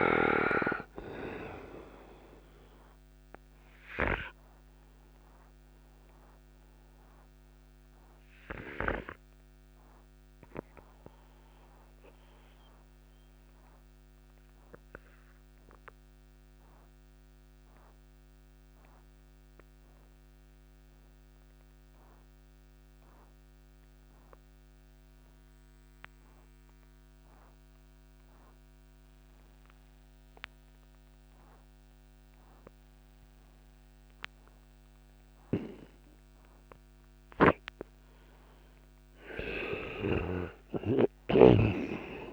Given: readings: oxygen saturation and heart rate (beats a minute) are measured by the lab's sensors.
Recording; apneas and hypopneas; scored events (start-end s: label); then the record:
breathing in sleep by a microphone on the trachea; 1
0.00-23.00 s: oxygen desaturation (device-marked, oxygen 80% lowest, heart rate 56 extreme)
4.50-37.50 s: obstructive apnea (oxygen 99% before, 80% lowest, heart rate 67 before, 56 extreme, up 22 after)
35.00-42.33 s: oxygen desaturation (device-marked, oxygen 98% before, 82% lowest, heart rate 58 before, 57 extreme)
40.00-42.33 s: arousal
40.00-42.33 s: snoring (device-marked)
From the record:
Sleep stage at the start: N2 (light sleep); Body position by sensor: on the right side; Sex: male